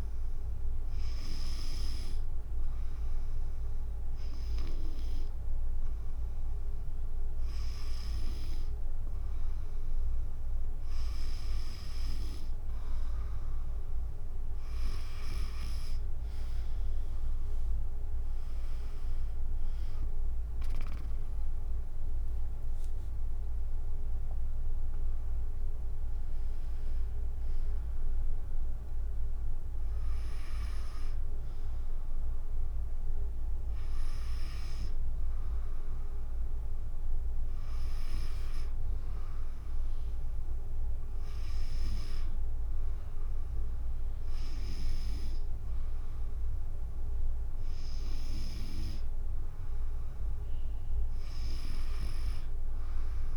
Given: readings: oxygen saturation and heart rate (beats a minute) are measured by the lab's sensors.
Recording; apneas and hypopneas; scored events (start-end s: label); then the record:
breathing in sleep by a room microphone; 1
1.00-11.50 s: hypopnea (oxygen 96% before, 93% lowest, heart rate 70 before, 50 extreme, up 10 after)
15.50-29.50 s: drop in pulse transit time (device-marked, heart rate 58 before, 57 extreme)
17.50-22.00 s: arousal
From the record:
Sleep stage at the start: N2 (light sleep); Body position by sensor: on the back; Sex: female